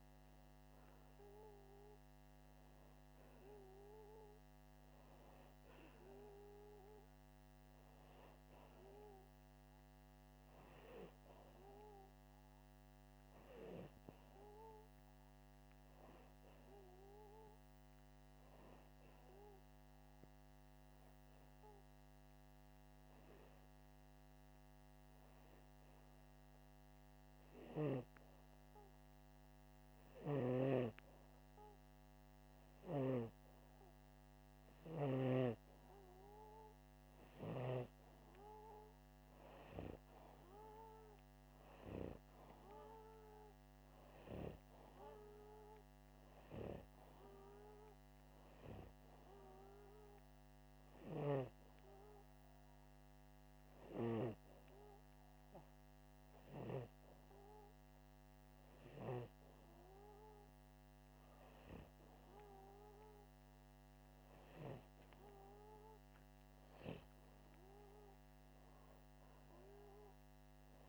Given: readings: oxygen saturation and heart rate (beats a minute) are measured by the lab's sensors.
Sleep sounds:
breathing in sleep by a microphone on the trachea; none
38.00-60.00 s: oxygen desaturation (device-marked, oxygen 96% before, 93% lowest, heart rate 85 before, 85 extreme)
From the record:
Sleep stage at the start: N2 (light sleep); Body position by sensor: upright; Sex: male

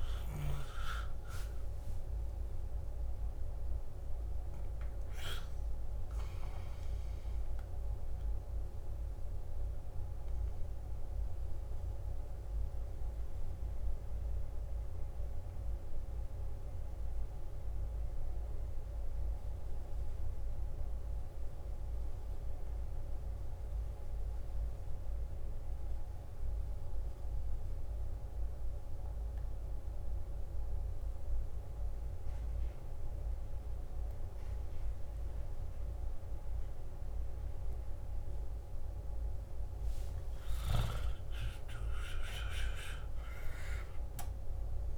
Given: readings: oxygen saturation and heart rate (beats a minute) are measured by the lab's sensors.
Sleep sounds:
breathing in sleep by a room microphone; 1
0.00-15.50 s: oxygen desaturation (device-marked, oxygen 90% lowest, heart rate 53 extreme)
8.00-38.50 s: obstructive apnea (oxygen 96% before, 90% lowest, heart rate 62 before, 53 extreme, up 12 after)
35.50-44.98 s: oxygen desaturation (device-marked, oxygen 97% before, 92% lowest, heart rate 54 before, 53 extreme)
40.00-44.50 s: arousal
From the record:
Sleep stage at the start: N2 (light sleep); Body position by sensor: on the back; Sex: male

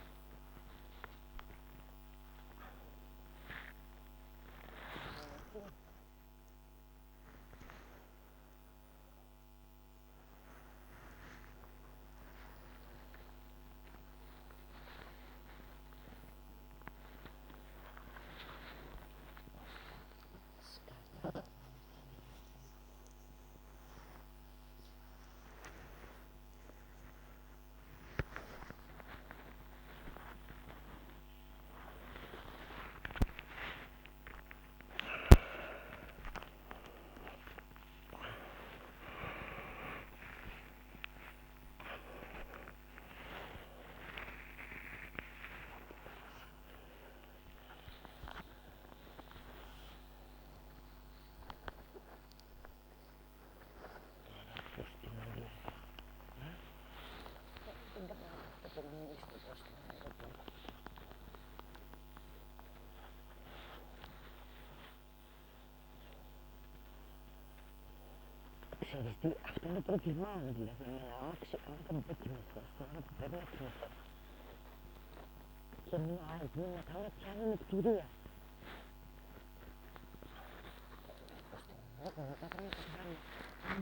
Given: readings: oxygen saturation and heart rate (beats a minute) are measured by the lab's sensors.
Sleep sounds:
a person awake in a sleep study, by a microphone on the trachea; none
none scored
From the record:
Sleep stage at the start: awake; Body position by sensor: upright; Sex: female

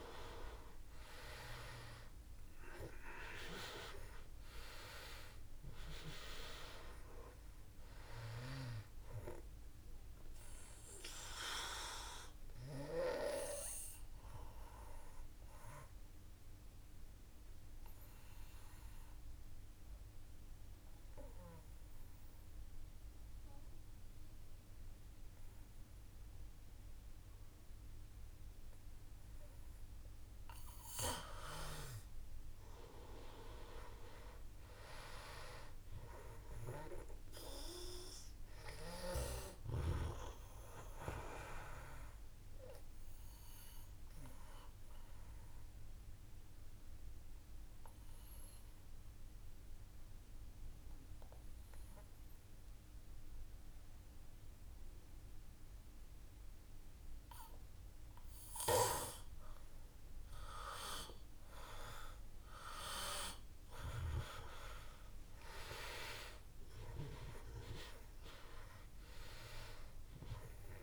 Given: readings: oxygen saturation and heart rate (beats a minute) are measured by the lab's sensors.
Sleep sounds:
breathing in sleep by a room microphone; 2
0.00-4.00 s: arousal
2.50-25.50 s: oxygen desaturation (device-marked, oxygen 97% before, 90% lowest, heart rate 57 before, 54 extreme)
10.50-30.50 s: obstructive apnea (oxygen 98% before, 90% lowest, heart rate 58 before, 53 extreme, up 5 after)
33.00-38.00 s: arousal
42.50-58.50 s: obstructive apnea (oxygen 98% before, 92% lowest, heart rate 58 before, 53 extreme, up 6 after)
63.00-67.50 s: arousal
69.50-70.83 s: oxygen desaturation (device-marked, oxygen 97% before, 92% lowest, heart rate 56 before, 55 extreme)
From the record:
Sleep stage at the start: N2 (light sleep); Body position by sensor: on the back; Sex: male

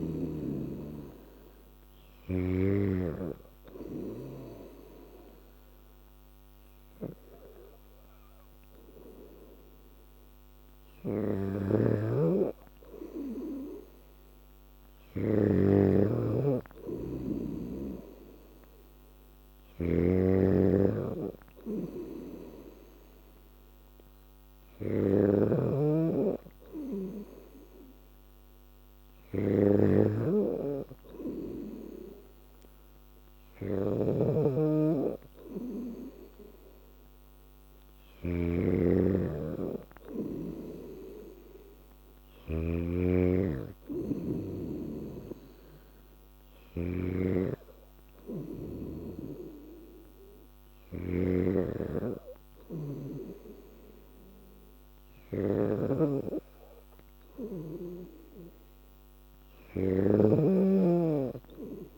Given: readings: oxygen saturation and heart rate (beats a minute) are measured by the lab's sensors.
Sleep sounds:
breathing in sleep by a microphone on the trachea; none
0.00-2.50 s: snoring (device-marked)
0.00-11.00 s: oxygen desaturation (device-marked, oxygen 93% lowest, heart rate 84 extreme)
11.50-15.50 s: snoring (device-marked)
20.00-42.50 s: snoring (device-marked)
47.00-61.98 s: snoring (device-marked)
From the record:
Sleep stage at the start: N2 (light sleep); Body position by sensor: on the back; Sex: female

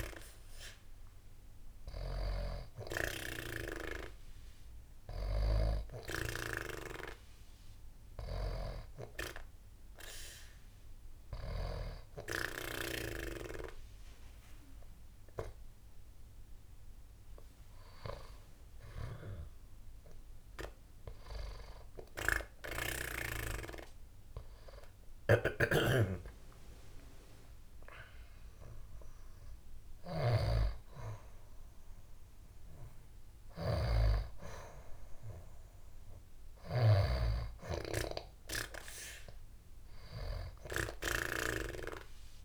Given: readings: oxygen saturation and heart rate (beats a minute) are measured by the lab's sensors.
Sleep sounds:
breathing in sleep by a room microphone; none
none scored
From the record:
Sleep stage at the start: N2 (light sleep); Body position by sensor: on the back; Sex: female

